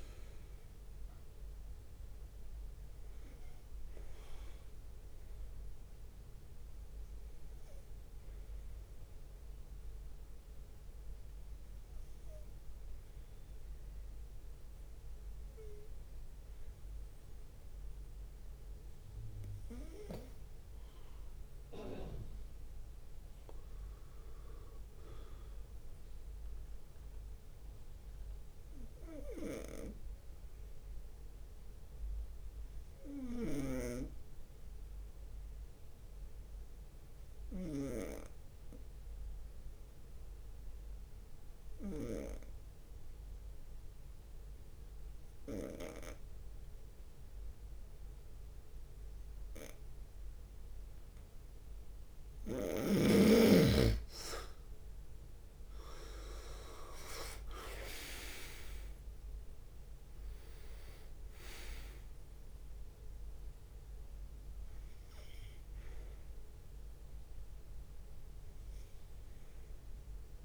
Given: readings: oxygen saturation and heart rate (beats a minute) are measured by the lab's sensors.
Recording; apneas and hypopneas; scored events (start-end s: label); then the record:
breathing in sleep by a room microphone; 2
0.00-1.00 s: drop in pulse transit time (device-marked, heart rate 66 extreme)
0.00-16.00 s: oxygen desaturation (device-marked, oxygen 92% lowest, heart rate 63 extreme)
5.00-17.00 s: obstructive apnea (oxygen 98% before, 92% lowest, heart rate 67 before, 63 extreme, up 3 after)
18.00-29.00 s: drop in pulse transit time (device-marked, heart rate 65 before, 63 extreme)
20.00-23.50 s: arousal
27.50-52.50 s: obstructive apnea (oxygen 98% before, 90% lowest, heart rate 64 before, 62 extreme, up 8 after)
33.50-38.50 s: snoring (device-marked)
48.00-49.00 s: leg movement (device-marked)
49.00-51.50 s: leg movement (device-marked)
51.00-70.45 s: oxygen desaturation (device-marked, oxygen 96% before, 90% lowest, heart rate 65 before, 62 extreme)
55.00-70.45 s: drop in pulse transit time (device-marked, heart rate 66 before, 62 extreme)
57.00-58.50 s: leg movement (device-marked)
57.50-62.50 s: arousal
From the record:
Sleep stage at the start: N2 (light sleep); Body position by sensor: on the right side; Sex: male